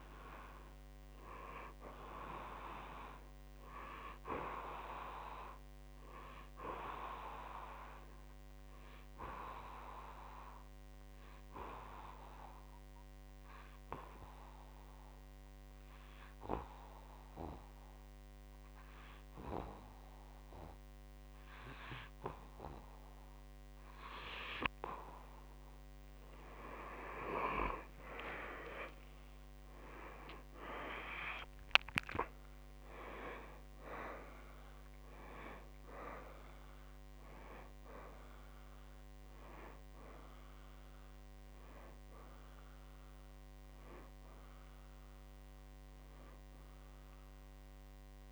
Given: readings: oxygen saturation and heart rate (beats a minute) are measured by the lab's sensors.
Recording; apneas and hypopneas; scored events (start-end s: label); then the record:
breathing in sleep by a microphone on the trachea; 1
8.00-25.00 s: obstructive apnea (oxygen 96% before, 90% lowest, heart rate 60 before, 57 extreme, up 29 after)
27.00-32.00 s: arousal
From the record:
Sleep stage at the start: N2 (light sleep); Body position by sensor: on the back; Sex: male